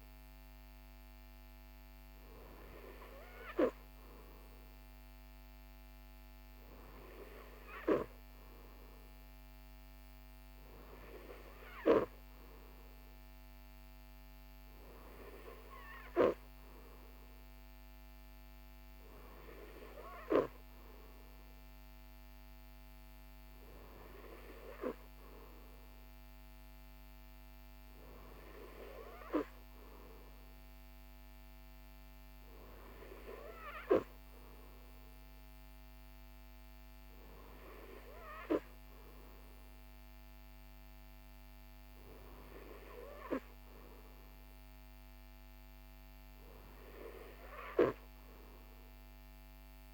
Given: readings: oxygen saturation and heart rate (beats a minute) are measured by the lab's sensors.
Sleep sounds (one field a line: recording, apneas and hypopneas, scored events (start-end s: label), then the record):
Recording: breathing in sleep by a microphone on the trachea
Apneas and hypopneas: none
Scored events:
none scored
From the record:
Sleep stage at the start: N3 (deep sleep)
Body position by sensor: on the right side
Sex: male